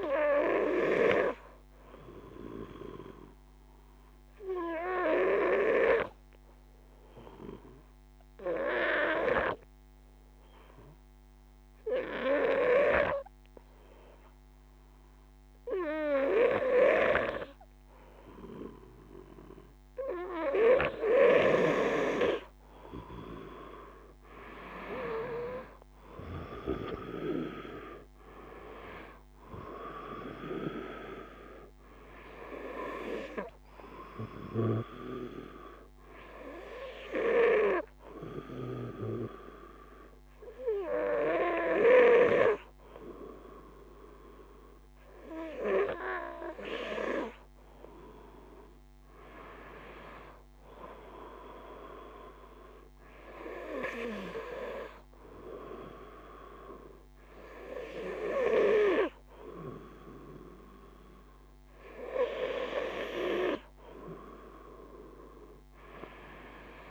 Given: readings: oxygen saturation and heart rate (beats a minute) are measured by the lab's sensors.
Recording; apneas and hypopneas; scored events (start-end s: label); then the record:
breathing in sleep by a microphone on the trachea; 1
0.00-10.00 s: oxygen desaturation (device-marked, oxygen 92% lowest, heart rate 52 extreme)
3.00-18.50 s: obstructive apnea (oxygen 96% before, 92% lowest, heart rate 54 before, 52 extreme, up 1 after)
21.50-26.00 s: arousal
27.00-54.00 s: oxygen desaturation (device-marked, oxygen 97% before, 93% lowest, heart rate 54 before, 51 extreme)
From the record:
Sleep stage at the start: N2 (light sleep); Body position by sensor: on the back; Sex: male